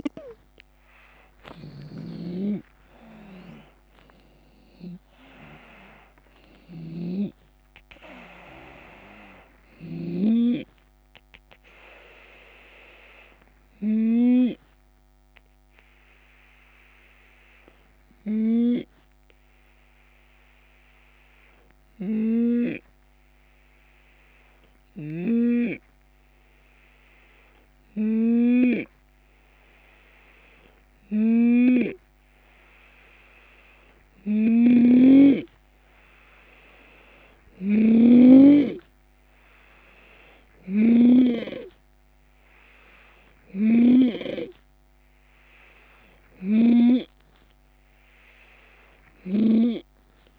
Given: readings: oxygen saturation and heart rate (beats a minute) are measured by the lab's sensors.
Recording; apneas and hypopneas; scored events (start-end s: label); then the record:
breathing in sleep by a microphone on the trachea; 1
0.00-2.50 s: arousal
0.00-15.00 s: drop in pulse transit time (device-marked, heart rate 73 extreme)
0.00-33.00 s: oxygen desaturation (device-marked, oxygen 87% lowest, heart rate 70 extreme)
1.50-13.50 s: snoring (device-marked)
14.00-30.50 s: hypopnea (oxygen 93% before, 87% lowest, heart rate 76 before, 70 extreme, up 6 after)
21.50-50.39 s: snoring (device-marked)
38.00-50.39 s: drop in pulse transit time (device-marked, heart rate 71 before, 76 extreme)
From the record:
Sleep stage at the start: N2 (light sleep); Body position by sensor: on the left side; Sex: male